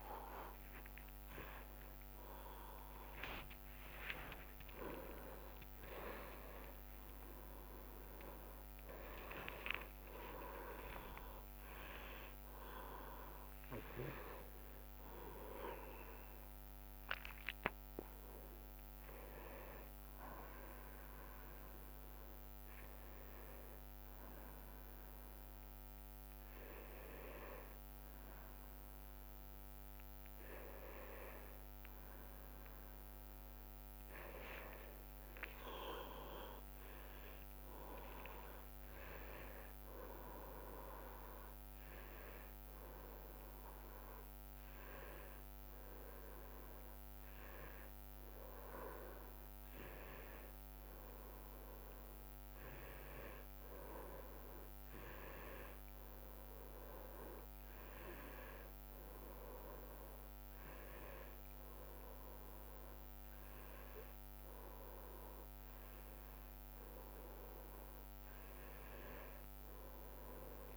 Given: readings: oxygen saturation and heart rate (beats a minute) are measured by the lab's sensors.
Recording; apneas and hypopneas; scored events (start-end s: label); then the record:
a person awake in a sleep study, by a microphone on the trachea; none
3.00-11.00 s: tachycardia (device-marked, heart rate 42 before, 132 extreme)
4.00-6.00 s: long interval between heartbeats (device-marked, heart rate 73 before, 89 extreme)
6.00-8.00 s: long interval between heartbeats (device-marked, heart rate 74 before, 116 extreme)
8.00-10.00 s: long interval between heartbeats (device-marked, heart rate 78 before, 130 extreme)
12.00-26.00 s: drop in pulse transit time (device-marked, heart rate 88 before, 77 extreme)
12.50-14.50 s: long interval between heartbeats (device-marked, heart rate 88 before, 105 extreme)
34.50-36.50 s: long interval between heartbeats (device-marked, heart rate 81 before, 85 extreme)
36.00-38.00 s: tachycardia (device-marked, heart rate 51 before, 89 extreme)
39.00-41.00 s: long interval between heartbeats (device-marked, heart rate 80 before, 101 extreme)
From the record:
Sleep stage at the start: awake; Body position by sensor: on the right side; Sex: male